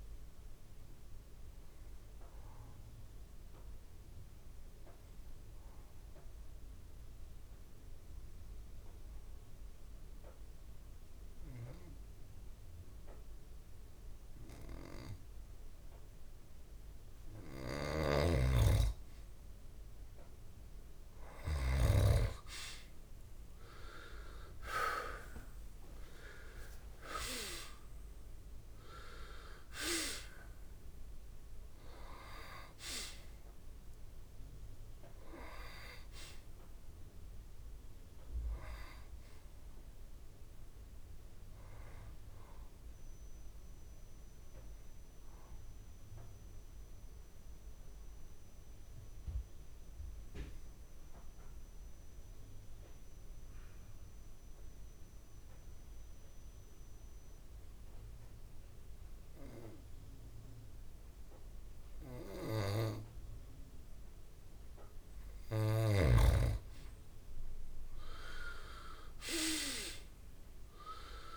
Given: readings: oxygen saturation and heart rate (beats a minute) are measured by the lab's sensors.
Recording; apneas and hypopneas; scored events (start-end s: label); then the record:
breathing in sleep by a room microphone; 2
4.00-17.50 s: central apnea (oxygen 99% before, 85% lowest)
5.50-46.50 s: oxygen desaturation (device-marked, oxygen 98% before, 85% lowest)
25.50-30.00 s: arousal
43.00-64.00 s: central apnea (oxygen 95% before, 85% lowest)
63.50-71.37 s: oxygen desaturation (device-marked, oxygen 98% before, 85% lowest)
66.50-71.37 s: arousal
From the record:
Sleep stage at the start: N2 (light sleep); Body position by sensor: on the back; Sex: male